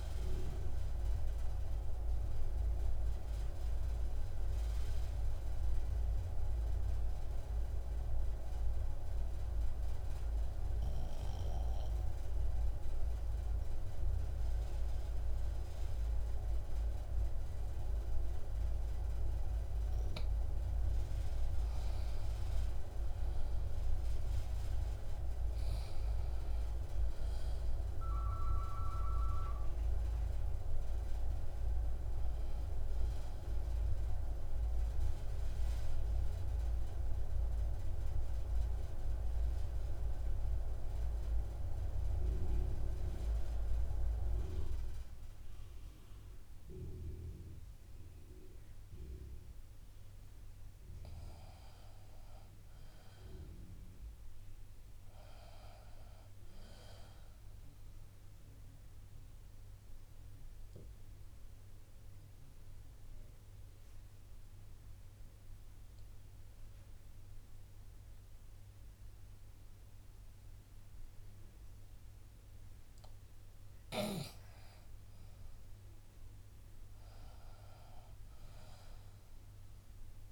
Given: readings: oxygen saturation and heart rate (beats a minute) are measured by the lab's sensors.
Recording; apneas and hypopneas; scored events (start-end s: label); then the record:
breathing in sleep by a room microphone; 3
2.00-20.50 s: obstructive apnea (oxygen 97% before, 79% lowest, heart rate 60 before, 58 extreme, up 5 after)
4.00-17.00 s: oxygen desaturation (device-marked, oxygen 92% before, 83% lowest, heart rate 60 before, 58 extreme)
22.00-48.00 s: oxygen desaturation (device-marked, oxygen 94% before, 79% lowest, heart rate 60 before, 58 extreme)
22.50-26.00 s: arousal
34.50-50.50 s: obstructive apnea (oxygen 94% before, 79% lowest, heart rate 61 before, 58 extreme, up 5 after)
52.00-55.50 s: arousal
58.00-76.00 s: oxygen desaturation (device-marked, oxygen 96% before, 82% lowest, heart rate 60 before, 58 extreme)
59.00-72.50 s: obstructive apnea (oxygen 96% before, 82% lowest, heart rate 60 before, 58 extreme, up 5 after)
74.50-78.00 s: arousal
From the record:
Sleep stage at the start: N2 (light sleep); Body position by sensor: on the back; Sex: female